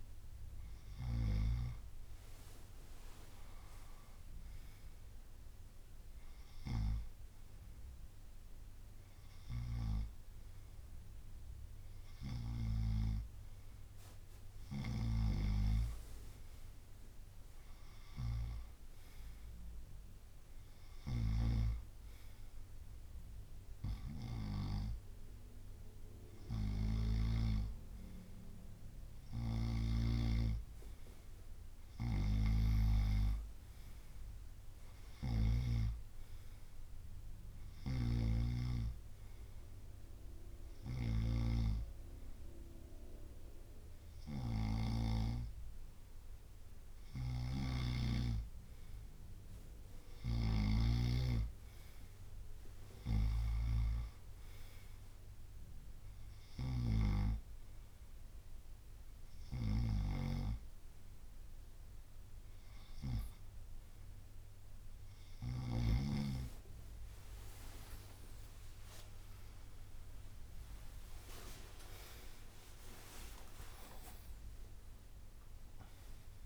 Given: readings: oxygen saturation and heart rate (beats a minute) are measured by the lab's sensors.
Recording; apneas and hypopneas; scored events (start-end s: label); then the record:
breathing in sleep by a room microphone; none
38.00-41.50 s: snoring (device-marked)
47.50-51.00 s: snoring (device-marked)
68.00-74.00 s: arousal
72.00-76.46 s: drop in pulse transit time (device-marked, heart rate 71 before, 74 extreme)
From the record:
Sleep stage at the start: N2 (light sleep); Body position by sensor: on the right side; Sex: male